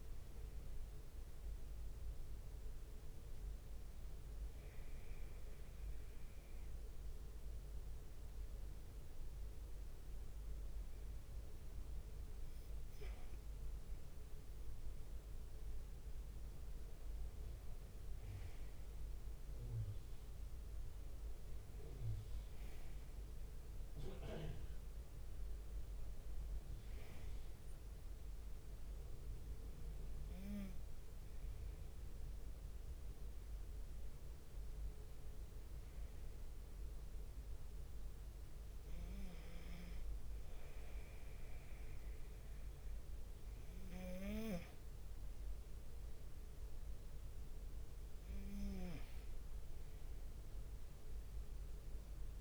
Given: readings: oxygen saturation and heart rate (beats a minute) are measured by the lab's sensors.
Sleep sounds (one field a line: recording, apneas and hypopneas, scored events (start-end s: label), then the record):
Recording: breathing in sleep, hard to hear, by a room microphone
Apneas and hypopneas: 1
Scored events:
0.00-4.50 s: drop in pulse transit time (device-marked)
0.00-52.41 s: bradycardia (device-marked)
1.00-13.50 s: obstructive apnea (oxygen 95% before, 93% lowest)
4.00-6.00 s: long interval between heartbeats (device-marked)
10.00-12.00 s: long interval between heartbeats (device-marked)
16.50-25.50 s: drop in pulse transit time (device-marked)
18.00-21.50 s: arousal
21.50-23.50 s: long interval between heartbeats (device-marked)
21.50-35.50 s: oxygen desaturation (device-marked, oxygen 96% before, 93% lowest)
31.50-33.50 s: long interval between heartbeats (device-marked)
37.00-39.00 s: long interval between heartbeats (device-marked)
41.50-43.50 s: long interval between heartbeats (device-marked)
47.50-52.41 s: new sleep stage, N2 (light sleep)
From the record:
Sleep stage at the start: N1 (lightest sleep)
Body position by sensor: on the right side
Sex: male